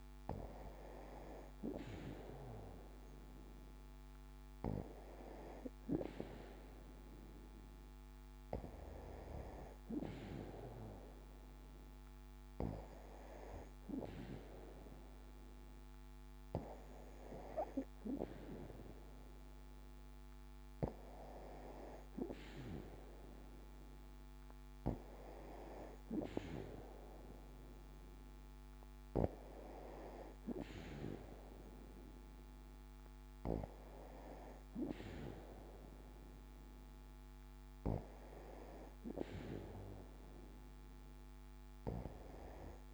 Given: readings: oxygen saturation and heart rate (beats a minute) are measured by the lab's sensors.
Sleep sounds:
breathing in sleep by a microphone on the trachea; none
none scored
From the record:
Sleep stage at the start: N2 (light sleep); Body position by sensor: on the back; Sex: female

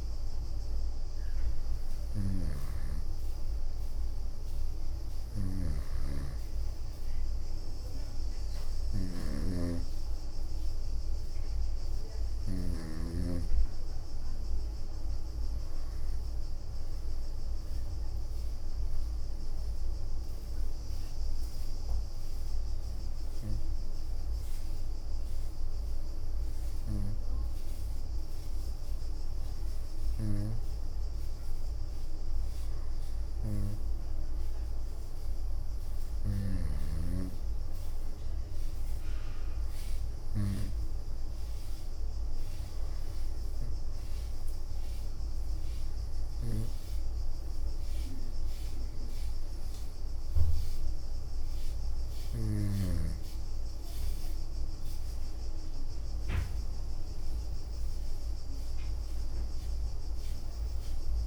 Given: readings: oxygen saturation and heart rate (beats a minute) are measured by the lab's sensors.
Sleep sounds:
breathing in sleep by a room microphone; none
0.00-12.50 s: snoring (device-marked)
5.50-8.00 s: leg movement (device-marked)
From the record:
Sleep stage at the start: N2 (light sleep); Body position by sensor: on the right side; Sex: female

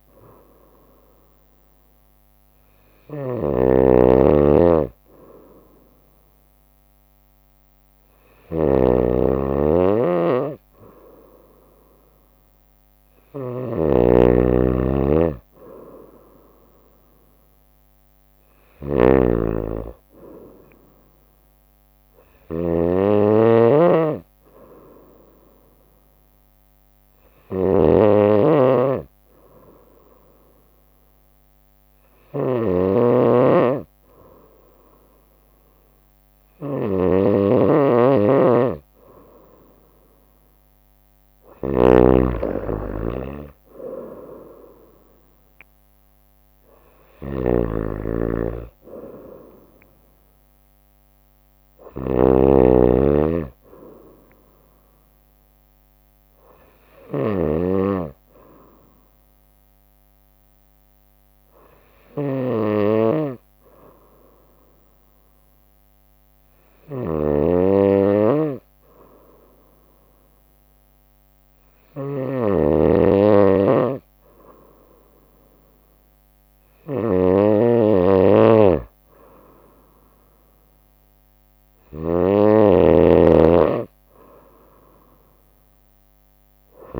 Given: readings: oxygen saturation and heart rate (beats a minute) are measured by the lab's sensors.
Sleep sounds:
breathing in sleep by a microphone on the trachea; 2
0.00-87.00 s: snoring (device-marked)
13.00-16.00 s: arousal
23.50-38.00 s: obstructive apnea (oxygen 95% before, 93% lowest, heart rate 65 before, 61 extreme, up 3 after)
40.00-43.50 s: arousal
43.00-57.00 s: drop in pulse transit time (device-marked, heart rate 66 before, 65 extreme)
59.00-75.50 s: obstructive apnea (oxygen 94% before, 93% lowest, heart rate 66 before, 62 extreme, up 2 after)
77.50-80.50 s: arousal
From the record:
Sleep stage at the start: N2 (light sleep); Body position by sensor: on the right side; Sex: female

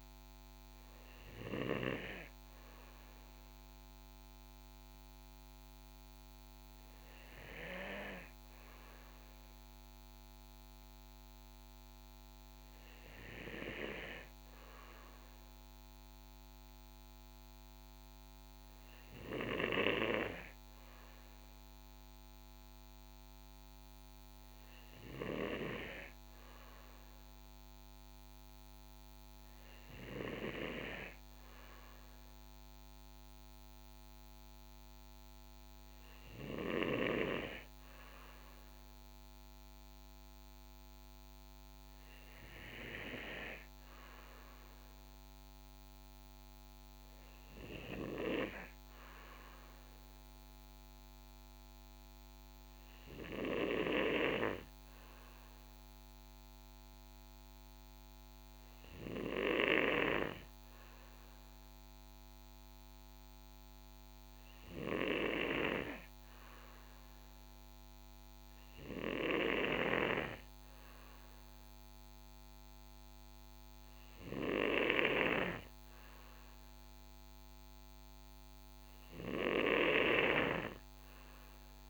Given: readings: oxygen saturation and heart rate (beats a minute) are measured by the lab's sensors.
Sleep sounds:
breathing in sleep by a microphone on the trachea; none
none scored
From the record:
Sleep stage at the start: N2 (light sleep); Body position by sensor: on the back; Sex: male

